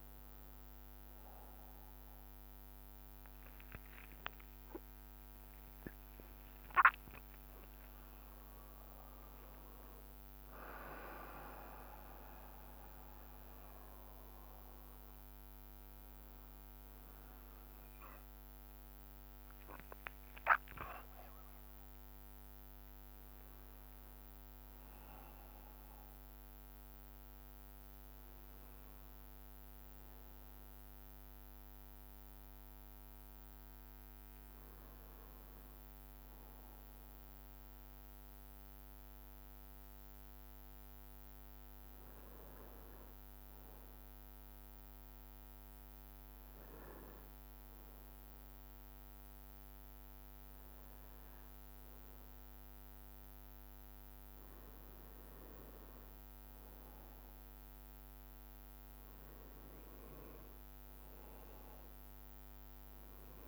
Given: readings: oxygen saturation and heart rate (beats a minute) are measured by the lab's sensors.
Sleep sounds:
a person awake in a sleep study, by a microphone on the trachea; none
none scored
From the record:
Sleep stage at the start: awake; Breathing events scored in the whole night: 130 in 4.3 hours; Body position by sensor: on the back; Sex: male

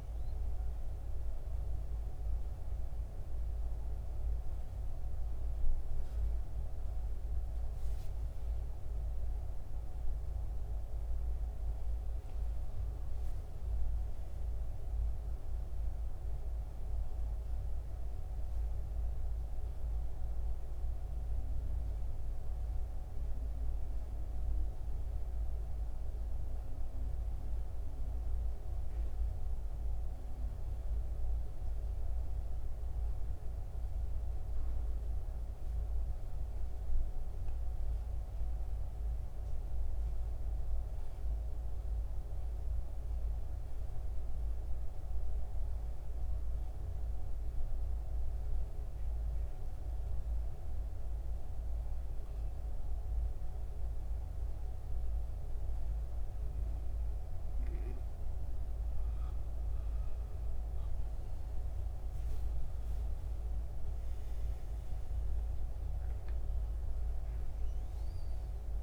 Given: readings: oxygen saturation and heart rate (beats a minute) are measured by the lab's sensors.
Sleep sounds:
breathing in sleep, hard to hear, by a room microphone; 1
0.00-20.00 s: oxygen desaturation (device-marked, oxygen 87% lowest, heart rate 67 extreme)
24.00-28.00 s: arousal
32.50-59.50 s: hypopnea (oxygen 96% before, 88% lowest, heart rate 70 before, 67 extreme, up 13 after)
40.00-68.83 s: oxygen desaturation (device-marked, oxygen 96% before, 88% lowest, heart rate 69 before, 65 extreme)
43.00-68.83 s: new sleep stage, N2 (light sleep)
61.50-65.50 s: arousal
From the record:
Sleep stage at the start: REM sleep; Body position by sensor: on the back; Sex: male

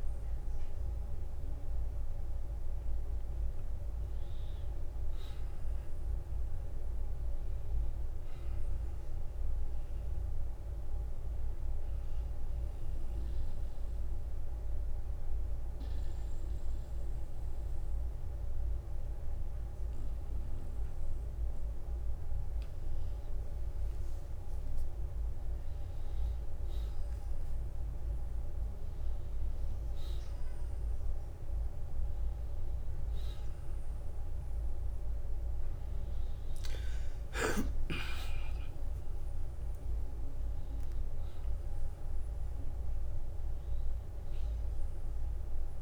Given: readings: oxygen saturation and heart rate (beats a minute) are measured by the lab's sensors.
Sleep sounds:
breathing in sleep, hard to hear, by a room microphone; 1
0.00-1.00 s: arousal
11.50-21.50 s: obstructive apnea (oxygen 95% before, 92% lowest, heart rate 61 before, 45 extreme, up 5 after)
37.00-42.00 s: arousal
44.00-45.82 s: oxygen desaturation (device-marked, oxygen 96% before, 92% lowest, heart rate 57 before, 49 extreme)
From the record:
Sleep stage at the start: N2 (light sleep); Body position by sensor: on the back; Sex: male

